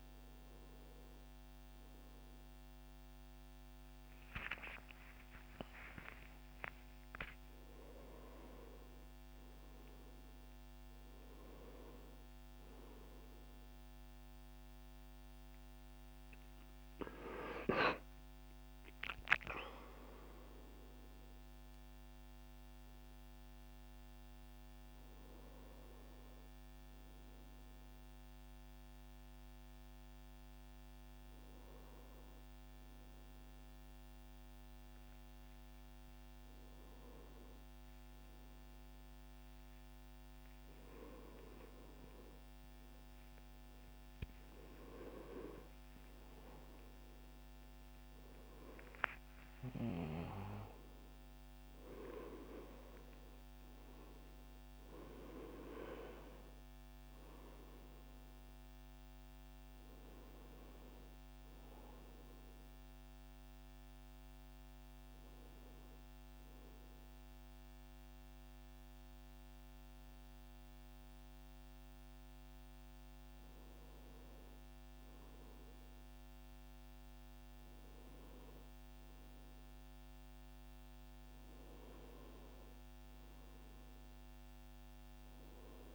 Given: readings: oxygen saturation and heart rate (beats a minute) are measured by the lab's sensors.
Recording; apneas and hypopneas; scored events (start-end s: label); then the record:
a person awake in a sleep study, by a microphone on the trachea; none
59.00-85.95 s: new sleep stage, N1 (lightest sleep)
From the record:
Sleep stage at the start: awake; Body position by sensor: on the front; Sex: male